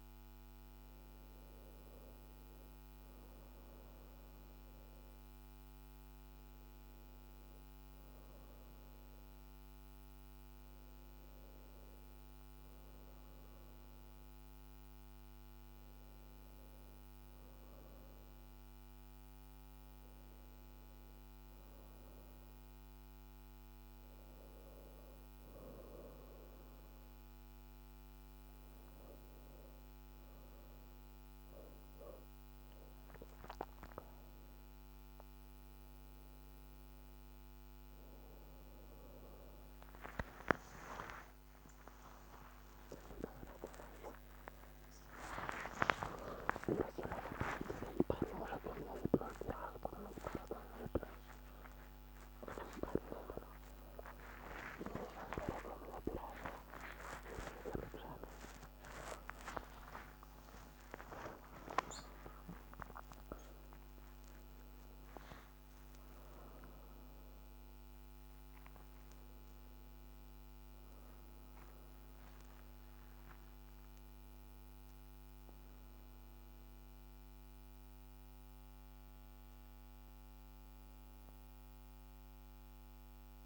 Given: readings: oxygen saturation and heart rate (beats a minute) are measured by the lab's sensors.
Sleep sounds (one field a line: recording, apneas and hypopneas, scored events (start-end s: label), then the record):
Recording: a person awake in a sleep study, by a microphone on the trachea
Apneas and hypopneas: none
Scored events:
39.50-83.46 s: new sleep stage, awake
From the record:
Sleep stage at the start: N2 (light sleep)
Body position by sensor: on the right side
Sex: female